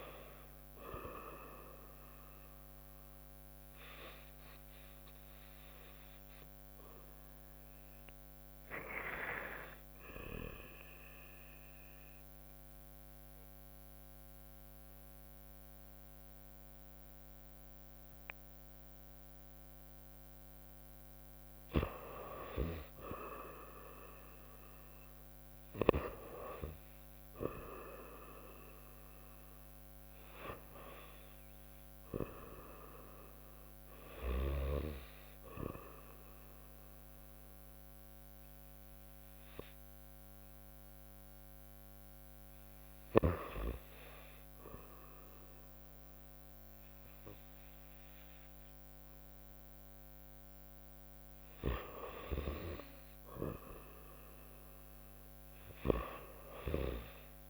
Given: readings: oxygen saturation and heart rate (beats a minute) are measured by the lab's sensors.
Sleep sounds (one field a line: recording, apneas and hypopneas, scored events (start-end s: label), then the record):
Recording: breathing in sleep by a microphone on the trachea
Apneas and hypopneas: 2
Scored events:
4.00-16.00 s: drop in pulse transit time (device-marked, heart rate 61 before, 63 extreme)
7.00-10.00 s: arousal
11.50-21.50 s: obstructive apnea (oxygen 93% before, 88% lowest, heart rate 63 before, 66 extreme, up 1 after)
25.00-28.50 s: arousal
28.00-51.00 s: oxygen desaturation (device-marked, oxygen 93% before, 88% lowest, heart rate 67 before, 65 extreme)
37.00-49.00 s: hypopnea (oxygen 93% before, 85% lowest, heart rate 66 before, 65 extreme, up 0 after)
53.50-57.50 s: arousal
From the record:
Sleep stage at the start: REM sleep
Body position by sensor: on the right side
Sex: female